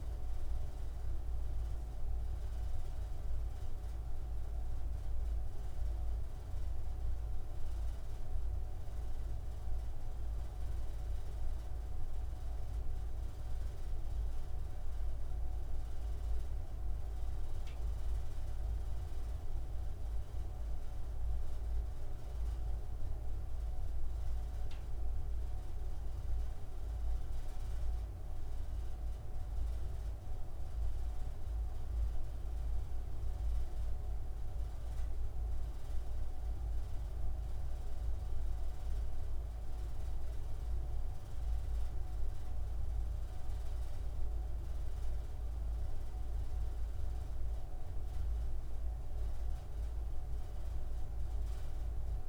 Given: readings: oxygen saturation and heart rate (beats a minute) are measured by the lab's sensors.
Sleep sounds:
breathing in sleep, hard to hear, by a room microphone; none
none scored
From the record:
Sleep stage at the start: N2 (light sleep); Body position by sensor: on the front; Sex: male

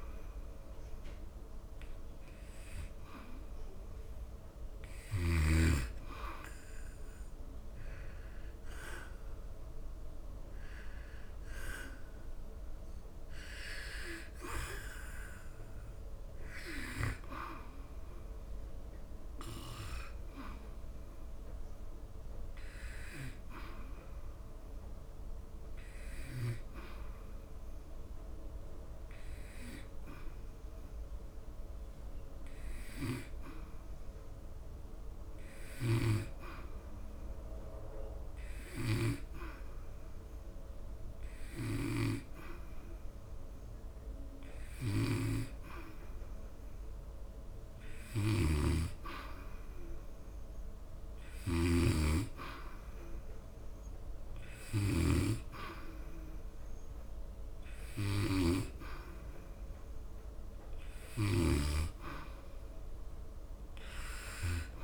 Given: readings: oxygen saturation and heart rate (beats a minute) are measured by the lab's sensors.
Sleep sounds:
breathing in sleep by a room microphone; 1
24.00-46.00 s: hypopnea (oxygen 94% before, 90% lowest, heart rate 81 before, 74 extreme, up 3 after)
46.50-64.84 s: oxygen desaturation (device-marked, oxygen 95% before, 90% lowest, heart rate 77 before, 75 extreme)
47.50-50.50 s: arousal
From the record:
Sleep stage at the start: N2 (light sleep); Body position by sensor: on the back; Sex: male

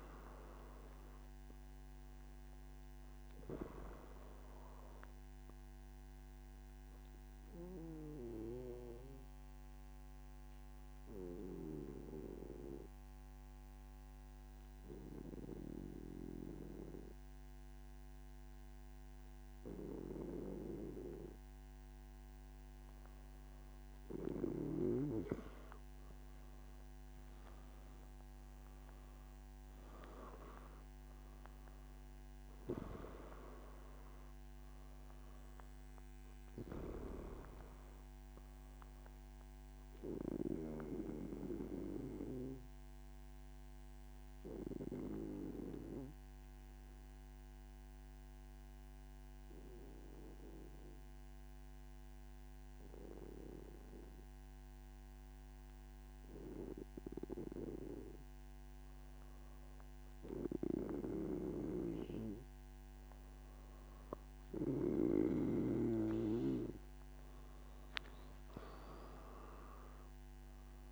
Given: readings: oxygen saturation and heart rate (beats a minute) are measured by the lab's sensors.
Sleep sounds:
breathing in sleep by a microphone on the trachea; 2
7.50-23.50 s: obstructive apnea (oxygen 96% before, 93% lowest, heart rate 115 before, 109 extreme, up 14 after)
39.50-59.50 s: obstructive apnea (oxygen 96% before, 94% lowest, heart rate 120 before, 101 extreme, up 0 after)
From the record:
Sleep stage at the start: N1 (lightest sleep); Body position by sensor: on the back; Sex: male

